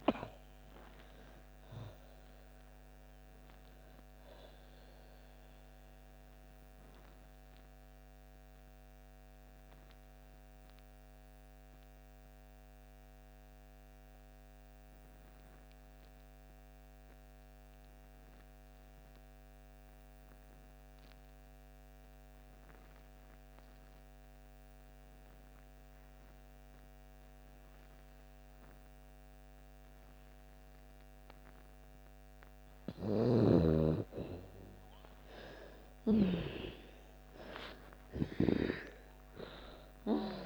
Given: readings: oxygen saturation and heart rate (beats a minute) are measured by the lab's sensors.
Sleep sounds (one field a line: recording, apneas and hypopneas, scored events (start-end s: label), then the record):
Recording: breathing in sleep by a microphone on the trachea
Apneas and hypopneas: 1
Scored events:
0.00-22.00 s: oxygen desaturation (device-marked, oxygen 81% lowest)
4.50-33.00 s: obstructive apnea (oxygen 99% before, 78% lowest)
28.00-40.46 s: oxygen desaturation (device-marked, oxygen 98% before, 79% lowest)
32.50-38.00 s: snoring (device-marked)
35.00-39.00 s: arousal
From the record:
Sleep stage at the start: N2 (light sleep)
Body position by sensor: on the back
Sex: female